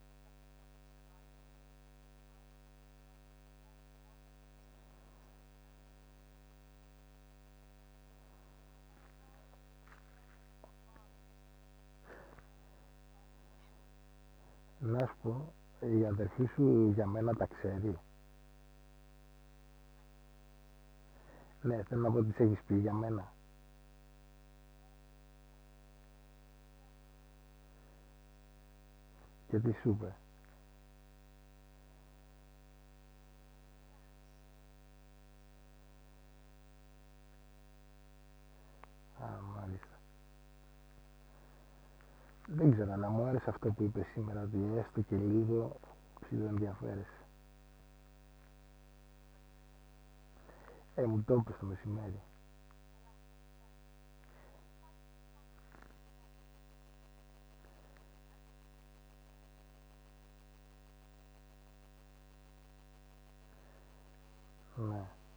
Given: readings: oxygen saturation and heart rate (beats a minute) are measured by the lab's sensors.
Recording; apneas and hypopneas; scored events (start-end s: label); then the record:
a person awake in a sleep study, by a microphone on the trachea; none
none scored
From the record:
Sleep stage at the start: awake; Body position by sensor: on the back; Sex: male